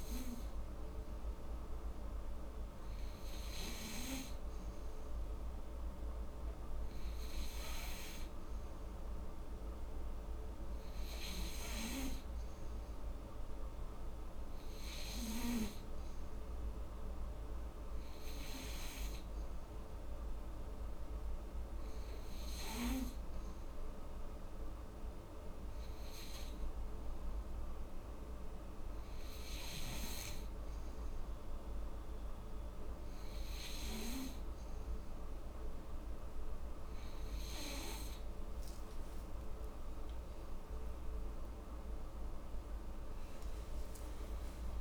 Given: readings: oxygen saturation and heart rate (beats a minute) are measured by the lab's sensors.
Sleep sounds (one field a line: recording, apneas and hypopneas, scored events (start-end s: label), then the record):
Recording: breathing in sleep by a room microphone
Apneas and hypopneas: none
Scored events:
41.00-44.81 s: arousal
From the record:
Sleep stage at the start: N3 (deep sleep)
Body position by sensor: on the back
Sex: female